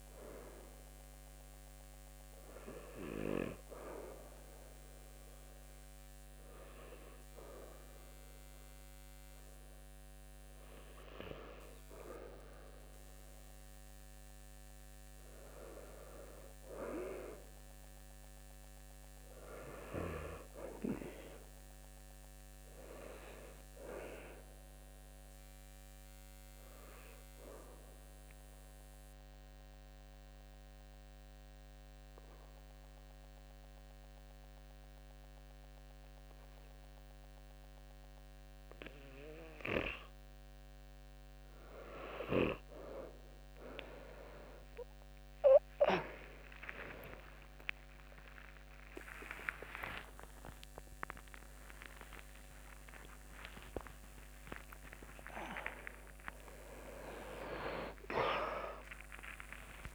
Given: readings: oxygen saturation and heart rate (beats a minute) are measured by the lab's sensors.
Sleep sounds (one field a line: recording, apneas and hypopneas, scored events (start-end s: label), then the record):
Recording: a person partly awake in a sleep study, by a microphone on the trachea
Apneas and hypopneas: 1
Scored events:
0.00-2.00 s: arousal
17.50-21.00 s: arousal
28.50-40.50 s: obstructive apnea (oxygen 96% before, 90% lowest, heart rate 75 before, 72 extreme, up 23 after)
35.00-59.95 s: new sleep stage, awake
From the record:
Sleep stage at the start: N2 (light sleep)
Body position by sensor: on the back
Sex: male